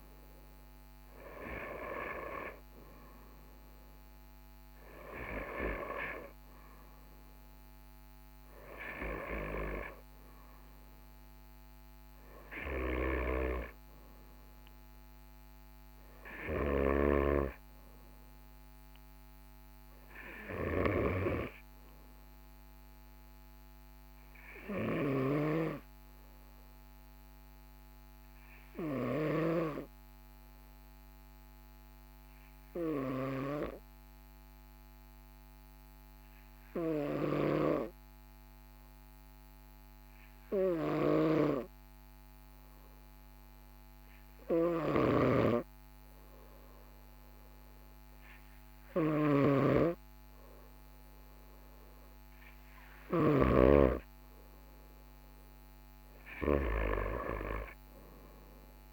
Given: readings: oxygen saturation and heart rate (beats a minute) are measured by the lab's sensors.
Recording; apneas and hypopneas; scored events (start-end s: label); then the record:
breathing in sleep by a microphone on the trachea; 1
24.50-50.00 s: obstructive apnea (oxygen 98% before, 95% lowest, heart rate 45 before, 44 extreme, up 1 after)
25.00-29.50 s: snoring (device-marked)
49.00-53.50 s: snoring (device-marked)
52.50-55.50 s: arousal
From the record:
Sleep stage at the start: N2 (light sleep); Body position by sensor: on the right side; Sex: male